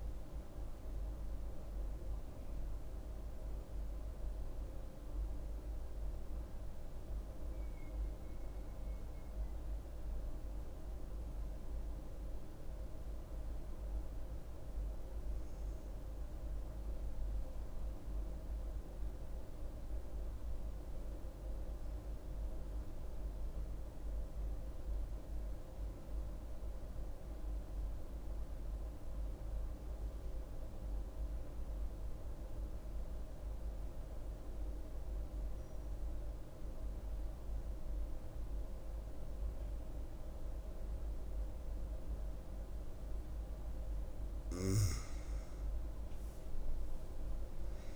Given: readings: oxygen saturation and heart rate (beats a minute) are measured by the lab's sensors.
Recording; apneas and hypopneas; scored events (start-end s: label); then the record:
breathing in sleep, hard to hear, by a room microphone; 1
0.00-14.50 s: oxygen desaturation (device-marked, oxygen 92% lowest, heart rate 67 extreme)
17.50-43.50 s: mixed apnea (oxygen 98% before, 91% lowest, heart rate 76 before, 67 extreme, up 8 after)
40.50-47.96 s: oxygen desaturation (device-marked, oxygen 97% before, 91% lowest, heart rate 70 before, 65 extreme)
45.50-47.96 s: arousal
From the record:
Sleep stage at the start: N2 (light sleep); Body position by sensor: on the back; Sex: female